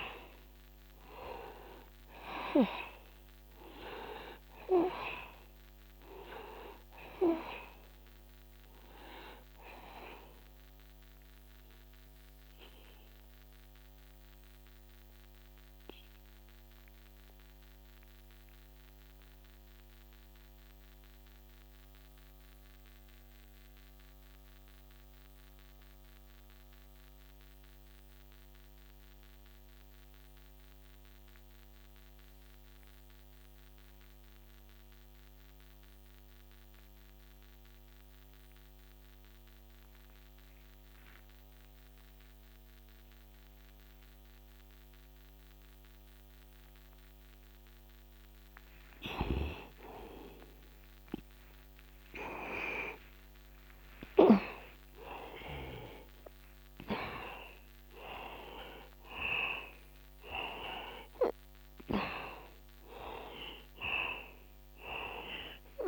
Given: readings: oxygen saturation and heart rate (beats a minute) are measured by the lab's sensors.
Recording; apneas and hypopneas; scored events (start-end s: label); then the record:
breathing in sleep by a microphone on the trachea; 1
0.00-35.50 s: oxygen desaturation (device-marked, oxygen 81% lowest, heart rate 61 extreme)
14.00-49.50 s: mixed apnea (oxygen 95% before, 81% lowest, heart rate 61 before, 61 extreme, up 9 after)
47.50-65.88 s: oxygen desaturation (device-marked, oxygen 98% before, 82% lowest, heart rate 61 before, 60 extreme)
51.50-56.00 s: arousal
From the record:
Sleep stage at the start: N2 (light sleep); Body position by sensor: on the back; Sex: male